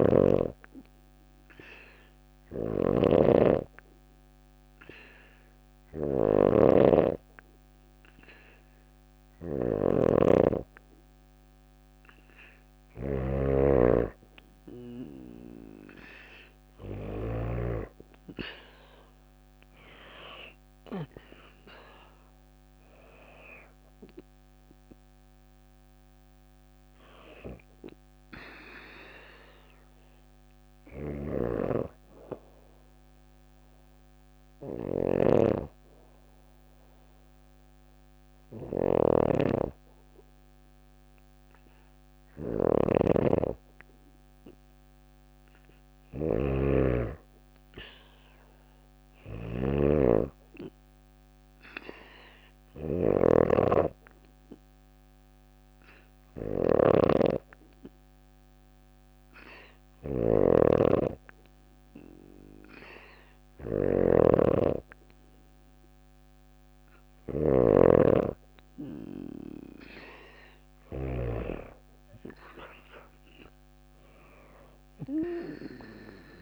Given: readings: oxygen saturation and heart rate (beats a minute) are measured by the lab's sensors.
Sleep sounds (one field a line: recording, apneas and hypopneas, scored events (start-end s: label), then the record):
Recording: breathing in sleep by a microphone on the trachea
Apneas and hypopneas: 3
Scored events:
0.00-16.50 s: snoring (device-marked)
0.50-10.50 s: obstructive apnea (oxygen 97% before, 93% lowest)
19.00-22.50 s: arousal
29.00-42.00 s: hypopnea (oxygen 95% before, 93% lowest, heart rate 54 before, 39 extreme, up 34 after)
30.00-70.50 s: snoring (device-marked)
46.00-49.50 s: arousal
52.50-65.00 s: hypopnea (oxygen 97% before, 94% lowest, heart rate 52 before, 33 extreme, up 21 after)
69.50-73.00 s: arousal
From the record:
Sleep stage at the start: N2 (light sleep)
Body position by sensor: on the back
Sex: female